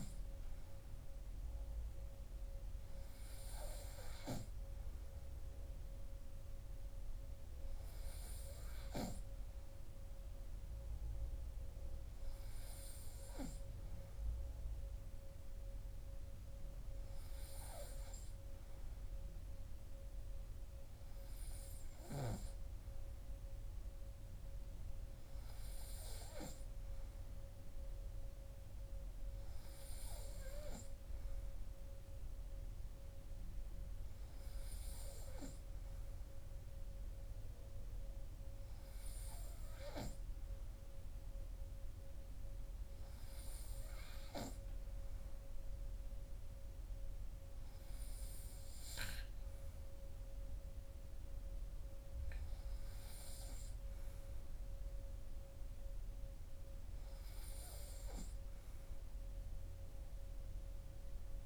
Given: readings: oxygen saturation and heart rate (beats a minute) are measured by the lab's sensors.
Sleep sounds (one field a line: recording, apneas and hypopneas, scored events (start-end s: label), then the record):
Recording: breathing in sleep by a room microphone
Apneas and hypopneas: none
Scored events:
none scored
From the record:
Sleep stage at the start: N3 (deep sleep)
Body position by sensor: on the right side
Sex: male